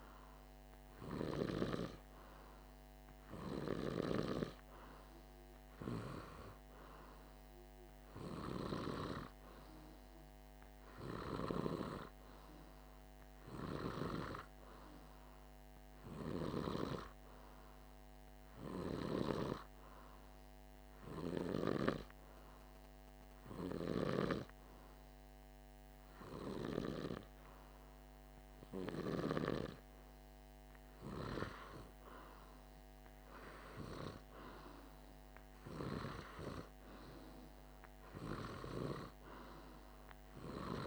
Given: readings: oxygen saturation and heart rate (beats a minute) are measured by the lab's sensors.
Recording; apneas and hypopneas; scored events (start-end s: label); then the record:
breathing in sleep by a microphone on the trachea; 1
16.50-29.00 s: hypopnea (oxygen 97% before, 95% lowest, heart rate 52 before, 50 extreme, up 2 after)
32.50-36.00 s: arousal
From the record:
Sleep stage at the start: N2 (light sleep); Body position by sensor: on the back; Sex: male